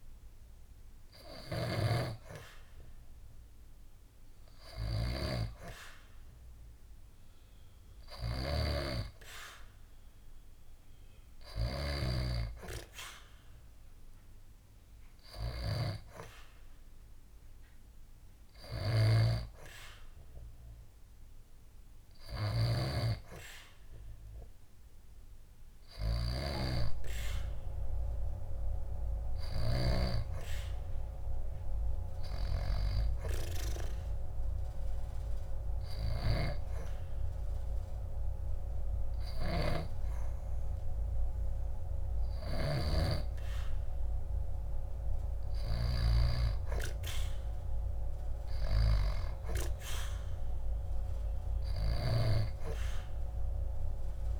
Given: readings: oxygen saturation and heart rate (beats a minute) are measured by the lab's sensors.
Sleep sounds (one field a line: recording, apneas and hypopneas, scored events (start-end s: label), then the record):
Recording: breathing in sleep by a room microphone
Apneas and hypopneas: none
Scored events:
none scored
From the record:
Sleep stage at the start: N2 (light sleep)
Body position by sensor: on the back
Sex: female